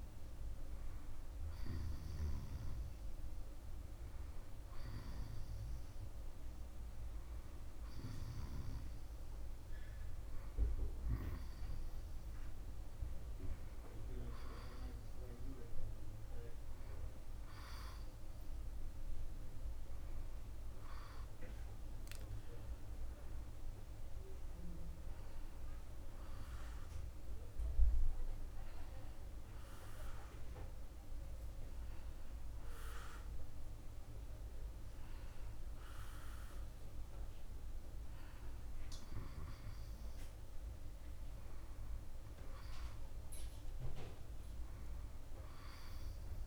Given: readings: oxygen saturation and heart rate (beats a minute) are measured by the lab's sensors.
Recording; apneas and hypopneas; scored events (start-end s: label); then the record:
breathing in sleep by a room microphone; none
none scored
From the record:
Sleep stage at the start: N1 (lightest sleep); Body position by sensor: on the back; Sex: male